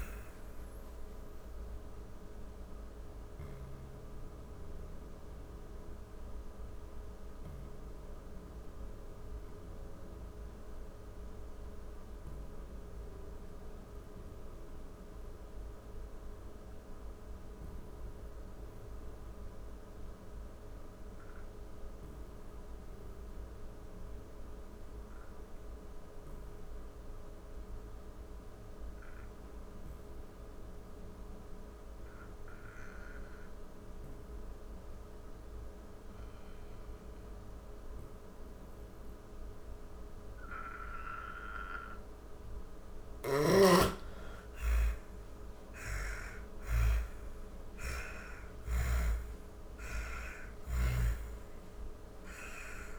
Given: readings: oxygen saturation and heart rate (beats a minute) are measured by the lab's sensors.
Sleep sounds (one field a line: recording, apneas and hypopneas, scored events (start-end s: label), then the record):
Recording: breathing in sleep by a room microphone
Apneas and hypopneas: 1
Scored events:
0.00-2.50 s: oxygen desaturation (device-marked, oxygen 90% lowest, heart rate 52 extreme)
0.50-40.00 s: obstructive apnea (oxygen 98% before, 82% lowest, heart rate 80 before, 39 extreme, up 58 after)
9.50-15.50 s: oxygen desaturation (device-marked, oxygen 91% before, 86% lowest, heart rate 86 before, 39 extreme)
29.50-52.99 s: oxygen desaturation (device-marked, oxygen 98% before, 82% lowest, heart rate 54 before, 46 extreme)
41.50-45.50 s: arousal
41.50-49.00 s: snoring (device-marked)
From the record:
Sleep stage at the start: N2 (light sleep)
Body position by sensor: on the back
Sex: female